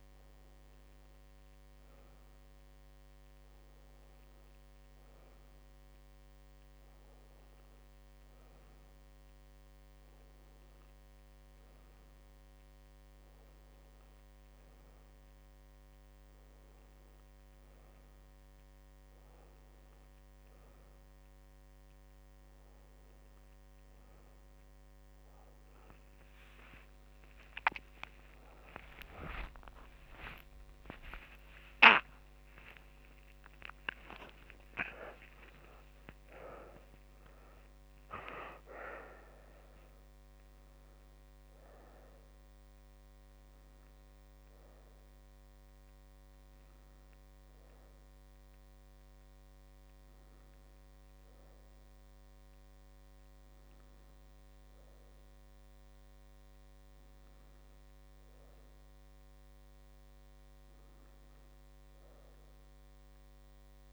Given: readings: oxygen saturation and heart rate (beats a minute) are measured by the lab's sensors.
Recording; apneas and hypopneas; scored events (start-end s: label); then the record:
breathing in sleep by a microphone on the trachea; none
27.50-34.50 s: arousal
41.50-63.92 s: new sleep stage, N1 (lightest sleep)
From the record:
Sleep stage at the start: N2 (light sleep); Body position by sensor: on the back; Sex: female